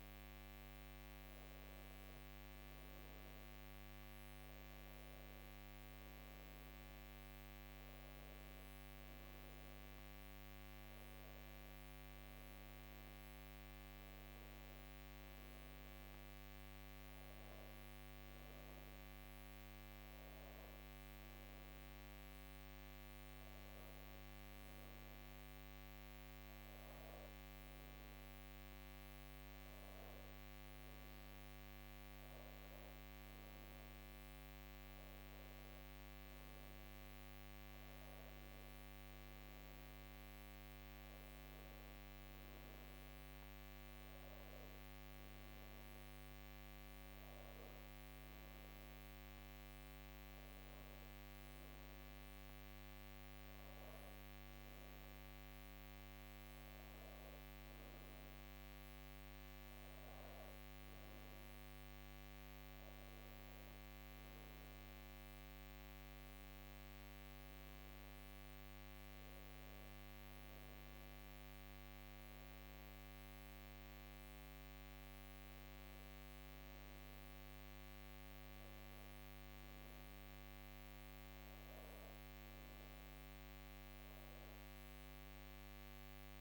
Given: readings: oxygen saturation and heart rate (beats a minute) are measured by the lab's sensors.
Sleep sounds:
breathing in sleep, hard to hear, by a microphone on the trachea; none
none scored
From the record:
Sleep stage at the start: N2 (light sleep); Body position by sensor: on the back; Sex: female

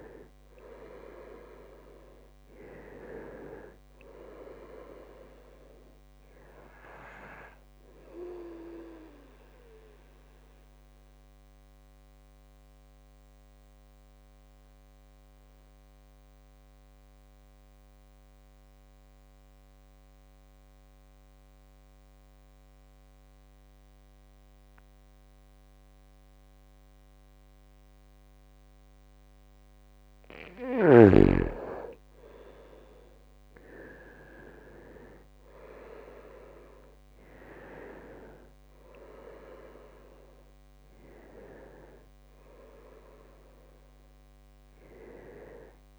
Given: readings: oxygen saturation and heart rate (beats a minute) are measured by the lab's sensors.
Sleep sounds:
breathing in sleep by a microphone on the trachea; 1
0.50-22.50 s: oxygen desaturation (device-marked, oxygen 98% before, 88% lowest, heart rate 68 before, 57 extreme)
8.50-12.50 s: bradycardia (device-marked, heart rate 70 before, 59 extreme)
9.00-30.00 s: mixed apnea (oxygen 98% before, 87% lowest, heart rate 70 before, 58 extreme, up 1 after)
31.50-45.99 s: oxygen desaturation (device-marked, oxygen 98% before, 87% lowest, heart rate 65 before, 59 extreme)
34.00-39.00 s: arousal
From the record:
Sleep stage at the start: N2 (light sleep); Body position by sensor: on the right side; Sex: male

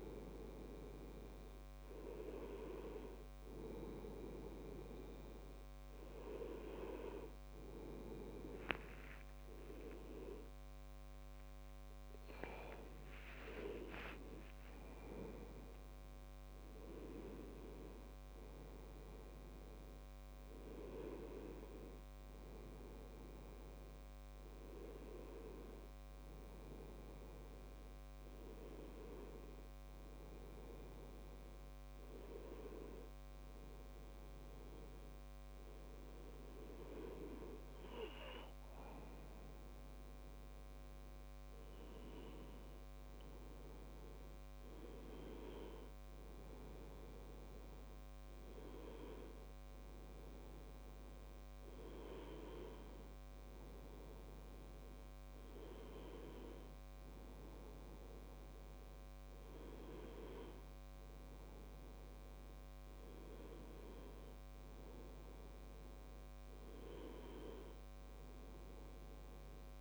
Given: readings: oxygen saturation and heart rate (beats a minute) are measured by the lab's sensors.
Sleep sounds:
breathing in sleep by a microphone on the trachea; none
9.00-11.00 s: long interval between heartbeats (device-marked, heart rate 69 before, 78 extreme)
9.50-13.50 s: arousal
14.00-16.00 s: long interval between heartbeats (device-marked, heart rate 71 before, 81 extreme)
From the record:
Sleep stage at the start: N1 (lightest sleep); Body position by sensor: on the back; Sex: male

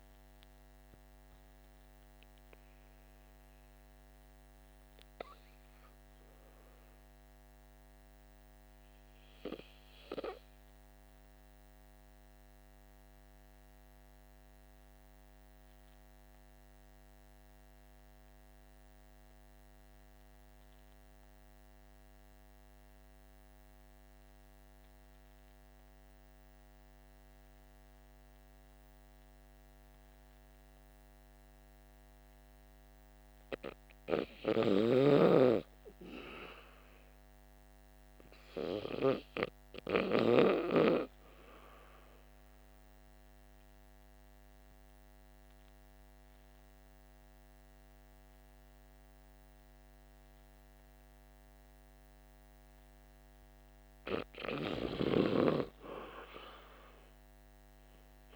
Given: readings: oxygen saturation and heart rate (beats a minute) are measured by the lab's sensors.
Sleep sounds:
breathing in sleep by a microphone on the trachea; 2
0.00-16.00 s: oxygen desaturation (device-marked, oxygen 91% lowest, heart rate 46 extreme)
11.50-32.50 s: obstructive apnea (oxygen 99% before, 78% lowest, heart rate 51 before, 46 extreme, up 8 after)
23.00-58.36 s: oxygen desaturation (device-marked, oxygen 97% before, 78% lowest, heart rate 48 before, 48 extreme)
34.00-38.50 s: arousal
43.50-54.00 s: obstructive apnea (oxygen 97% before, 78% lowest, heart rate 51 before, 48 extreme, up 16 after)
55.50-58.36 s: arousal
From the record:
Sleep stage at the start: N2 (light sleep); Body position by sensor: on the back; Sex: male

